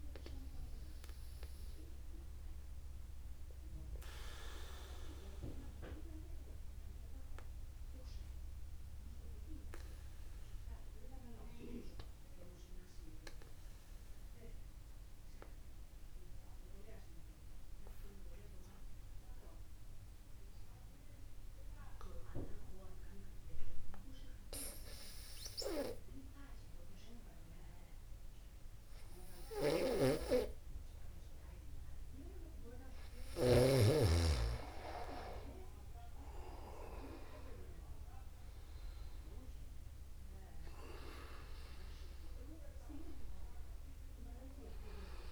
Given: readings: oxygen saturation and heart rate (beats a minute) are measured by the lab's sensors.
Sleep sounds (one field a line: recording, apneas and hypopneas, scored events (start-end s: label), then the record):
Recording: breathing in sleep by a room microphone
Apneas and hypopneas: 1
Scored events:
6.50-31.00 s: obstructive apnea (oxygen 98% before, 94% lowest, heart rate 53 before, 50 extreme, up 10 after)
8.00-10.00 s: long interval between heartbeats (device-marked, heart rate 53 before, 59 extreme)
26.00-28.00 s: long interval between heartbeats (device-marked, heart rate 53 before, 59 extreme)
30.00-34.00 s: snoring (device-marked)
34.50-36.50 s: long interval between heartbeats (device-marked, heart rate 54 before, 59 extreme)
34.50-38.00 s: arousal
From the record:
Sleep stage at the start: N2 (light sleep)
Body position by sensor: upright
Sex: male